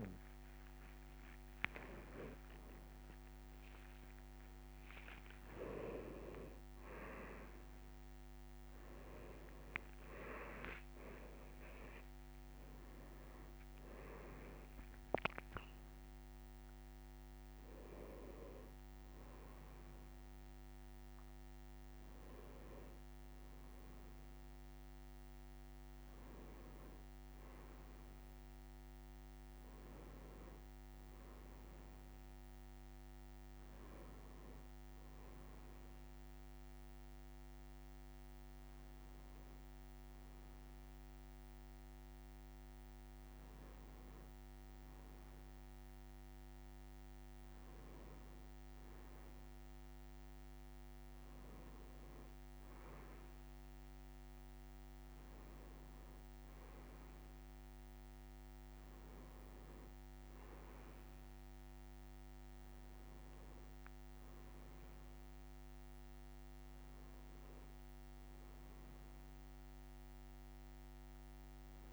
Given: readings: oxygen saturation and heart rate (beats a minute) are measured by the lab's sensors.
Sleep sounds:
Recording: a person awake in a sleep study, by a microphone on the trachea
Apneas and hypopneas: none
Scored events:
0.00-2.00 s: leg movement (device-marked)
18.00-31.00 s: oxygen desaturation (device-marked, oxygen 100% before, 97% lowest, heart rate 70 before, 59 extreme)
From the record:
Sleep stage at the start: awake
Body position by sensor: on the right side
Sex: male

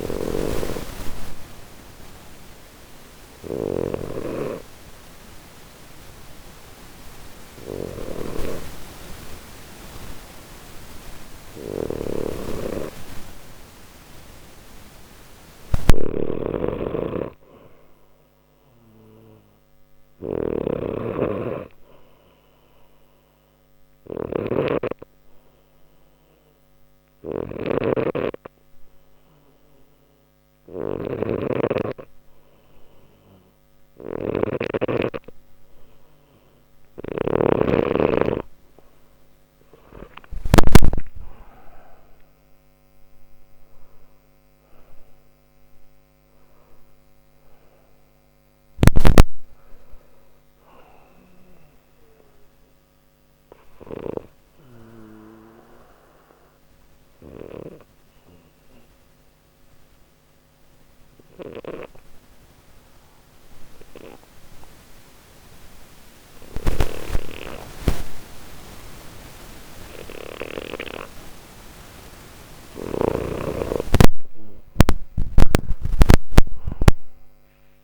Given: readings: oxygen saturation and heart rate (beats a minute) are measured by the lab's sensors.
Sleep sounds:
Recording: breathing in sleep by a microphone on the trachea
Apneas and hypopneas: 3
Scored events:
0.00-37.00 s: snoring (device-marked)
1.00-12.50 s: hypopnea (oxygen 92% before, 89% lowest, heart rate 61 before, 59 extreme, up 4 after)
15.00-19.00 s: arousal
22.50-36.50 s: obstructive apnea (oxygen 96% before, 93% lowest, heart rate 61 before, 59 extreme, up 10 after)
39.50-44.00 s: arousal
53.00-72.00 s: obstructive apnea (oxygen 96% before, 92% lowest, heart rate 63 before, 59 extreme, up 3 after)
74.00-77.84 s: arousal
From the record:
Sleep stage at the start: N2 (light sleep)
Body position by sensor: on the left side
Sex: male

